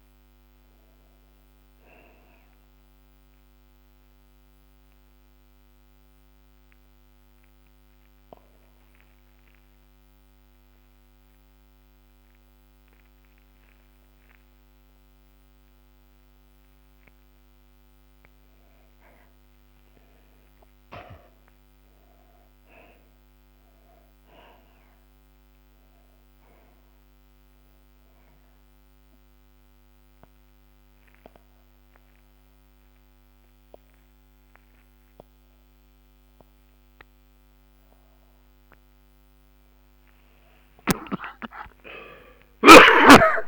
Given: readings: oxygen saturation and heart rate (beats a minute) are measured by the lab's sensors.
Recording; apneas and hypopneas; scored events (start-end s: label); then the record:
breathing in sleep by a microphone on the trachea; 2
0.00-16.00 s: oxygen desaturation (device-marked, oxygen 80% lowest)
3.00-18.50 s: obstructive apnea (oxygen 98% before, 79% lowest)
21.00-24.00 s: arousal
29.00-39.00 s: obstructive apnea (oxygen 94% before, 79% lowest)
31.00-43.48 s: oxygen desaturation (device-marked, oxygen 94% before, 79% lowest)
41.00-43.48 s: snoring (device-marked)
42.00-43.48 s: arousal
From the record:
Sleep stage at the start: N2 (light sleep); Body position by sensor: on the back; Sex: male